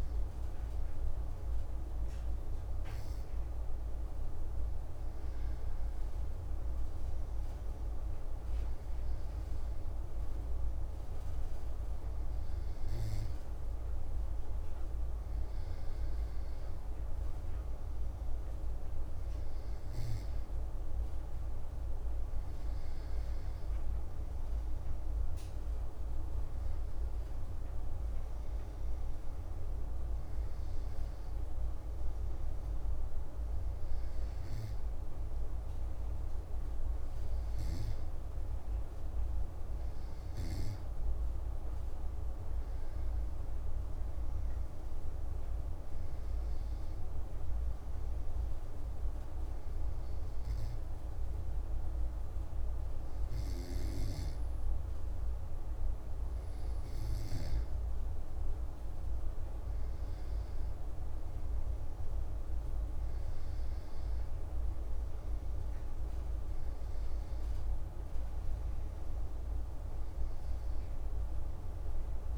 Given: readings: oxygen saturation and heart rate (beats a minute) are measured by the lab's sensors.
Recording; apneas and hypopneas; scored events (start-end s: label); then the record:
breathing in sleep, hard to hear, by a room microphone; none
none scored
From the record:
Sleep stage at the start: N2 (light sleep); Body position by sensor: on the back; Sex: male